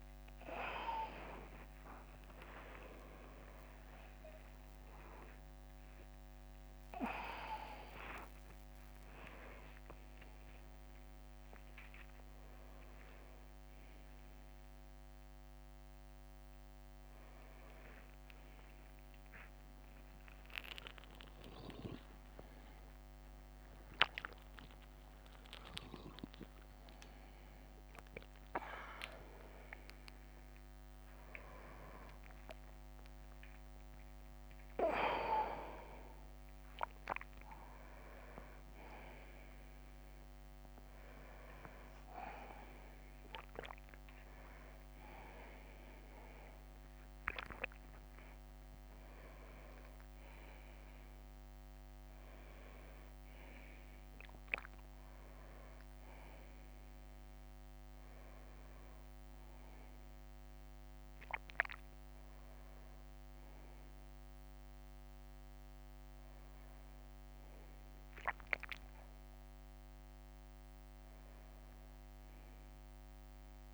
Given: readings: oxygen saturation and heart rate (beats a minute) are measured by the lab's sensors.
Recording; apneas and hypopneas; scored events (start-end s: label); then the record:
a person awake in a sleep study, by a microphone on the trachea; none
10.50-12.50 s: drop in pulse transit time (device-marked, heart rate 79 before, 79 extreme)
29.00-30.00 s: leg movement (device-marked)
33.50-35.50 s: drop in pulse transit time (device-marked, heart rate 80 before, 77 extreme)
37.50-43.50 s: drop in pulse transit time (device-marked, heart rate 79 before, 75 extreme)
43.50-48.50 s: tachycardia (device-marked, heart rate 67 before, 109 extreme)
45.50-47.50 s: long interval between heartbeats (device-marked, heart rate 78 before, 97 extreme)
47.50-49.50 s: long interval between heartbeats (device-marked, heart rate 80 before, 109 extreme)
52.50-67.50 s: drop in pulse transit time (device-marked, heart rate 87 before, 74 extreme)
55.00-57.00 s: leg movement (device-marked)
59.00-60.50 s: leg movement (device-marked)
From the record:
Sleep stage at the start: awake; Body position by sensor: upright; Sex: male